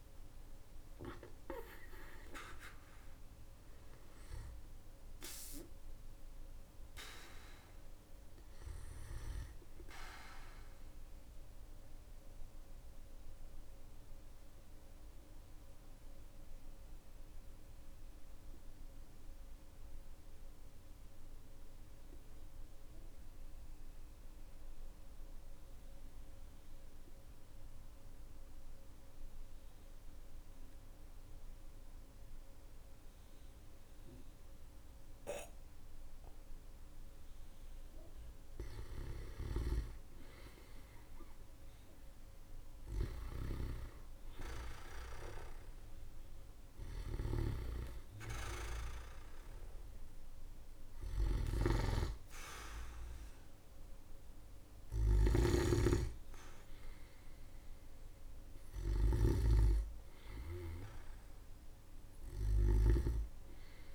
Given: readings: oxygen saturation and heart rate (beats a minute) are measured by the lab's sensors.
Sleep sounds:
breathing in sleep by a room microphone; 1
10.50-36.50 s: obstructive apnea (oxygen 98% before, 91% lowest, heart rate 60 before, 45 extreme, up 14 after)
37.50-41.00 s: arousal
38.50-59.00 s: snoring (device-marked)
47.50-63.95 s: oxygen desaturation (device-marked, oxygen 97% before, 91% lowest, heart rate 53 before, 44 extreme)
From the record:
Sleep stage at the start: N2 (light sleep); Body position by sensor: on the back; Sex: male

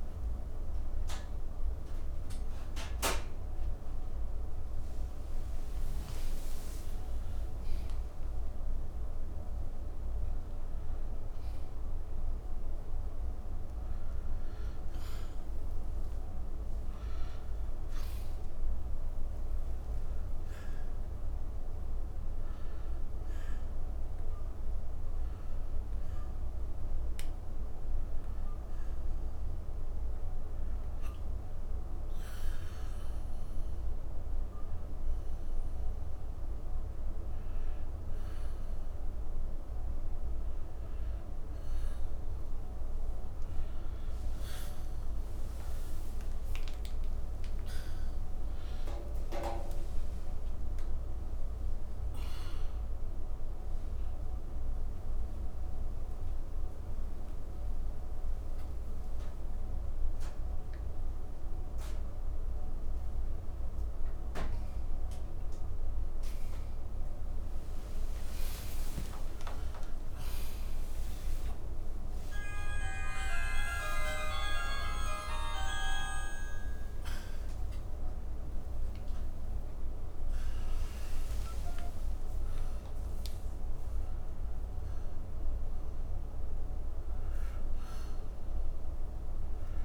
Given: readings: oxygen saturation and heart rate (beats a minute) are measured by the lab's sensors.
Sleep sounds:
a person awake in a sleep study, by a room microphone; none
25.50-42.50 s: oxygen desaturation (device-marked, oxygen 98% before, 95% lowest, heart rate 122 before, 32 extreme)
From the record:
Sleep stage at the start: awake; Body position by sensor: on the back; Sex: male

